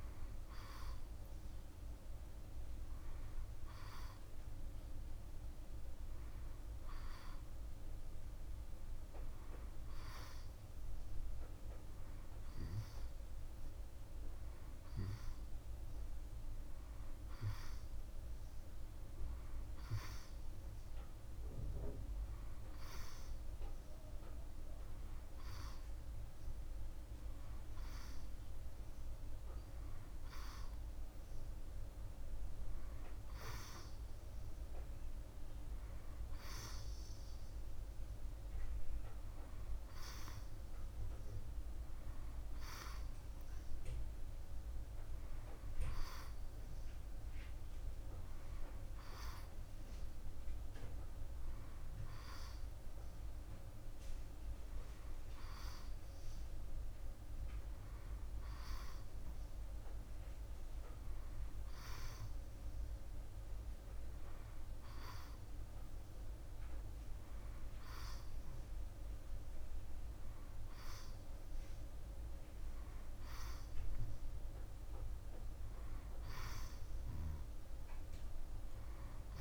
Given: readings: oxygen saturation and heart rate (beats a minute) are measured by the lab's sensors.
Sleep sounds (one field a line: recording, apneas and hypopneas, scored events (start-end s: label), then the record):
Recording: breathing in sleep by a room microphone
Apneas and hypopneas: none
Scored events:
none scored
From the record:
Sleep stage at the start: N1 (lightest sleep)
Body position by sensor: on the back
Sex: male